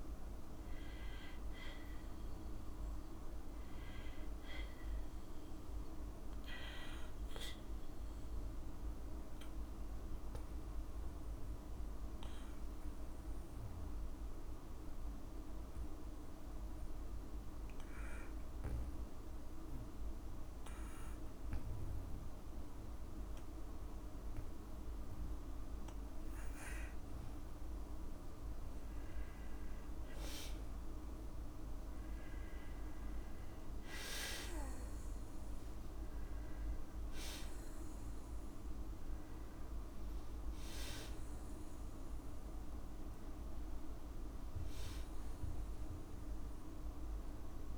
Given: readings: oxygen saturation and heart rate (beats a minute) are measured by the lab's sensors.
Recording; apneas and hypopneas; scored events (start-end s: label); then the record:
breathing in sleep, hard to hear, by a room microphone; 1
10.00-25.00 s: hypopnea (oxygen 99% before, 94% lowest, heart rate 56 before, 57 extreme, up 3 after)
28.00-31.50 s: arousal
From the record:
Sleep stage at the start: N2 (light sleep); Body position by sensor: on the back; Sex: female